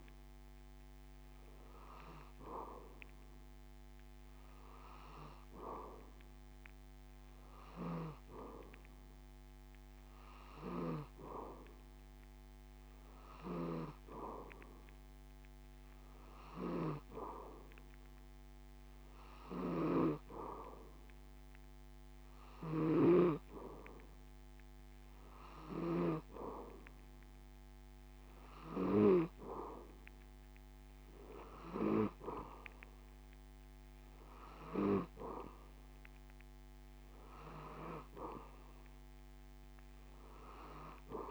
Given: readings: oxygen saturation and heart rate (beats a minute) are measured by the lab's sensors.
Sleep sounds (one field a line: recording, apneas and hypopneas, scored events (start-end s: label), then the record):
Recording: breathing in sleep by a microphone on the trachea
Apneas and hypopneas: none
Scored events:
none scored
From the record:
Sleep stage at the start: N2 (light sleep)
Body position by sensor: on the back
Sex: male